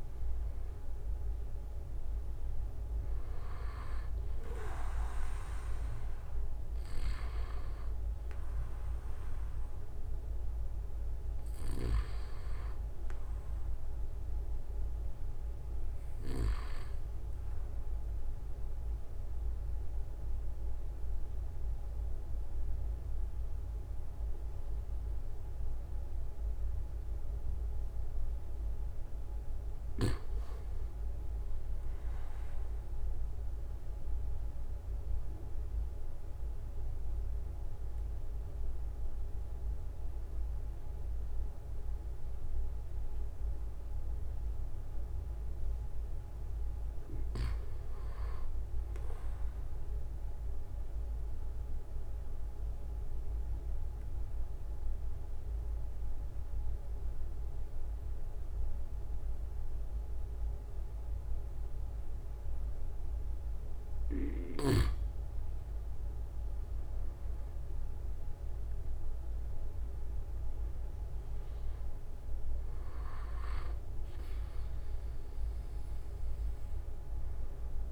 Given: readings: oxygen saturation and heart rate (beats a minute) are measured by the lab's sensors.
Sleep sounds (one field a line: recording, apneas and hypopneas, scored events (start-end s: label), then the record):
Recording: breathing in sleep by a room microphone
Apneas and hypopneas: 3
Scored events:
0.00-8.00 s: oxygen desaturation (device-marked, oxygen 93% lowest)
11.00-13.00 s: long interval between heartbeats (device-marked)
17.50-29.00 s: obstructive apnea (oxygen 97% before, 92% lowest)
29.00-31.00 s: long interval between heartbeats (device-marked, heart rate 35 before, 47 extreme)
30.00-32.00 s: arousal
33.50-45.50 s: obstructive apnea (oxygen 97% before, 93% lowest, heart rate 40 before, 34 extreme, up 23 after)
34.00-36.00 s: long interval between heartbeats (device-marked, heart rate 41 before, 29 extreme)
47.00-49.00 s: arousal
47.00-49.00 s: long interval between heartbeats (device-marked, heart rate 38 before, 47 extreme)
51.50-64.00 s: obstructive apnea (oxygen 97% before, 93% lowest)
53.50-55.50 s: long interval between heartbeats (device-marked, heart rate 37 before, 38 extreme)
60.00-77.91 s: oxygen desaturation (device-marked, oxygen 96% before, 93% lowest)
63.50-65.50 s: long interval between heartbeats (device-marked, heart rate 44 before, 47 extreme)
66.50-70.00 s: arousal
From the record:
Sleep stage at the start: N2 (light sleep)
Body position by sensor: on the right side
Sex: male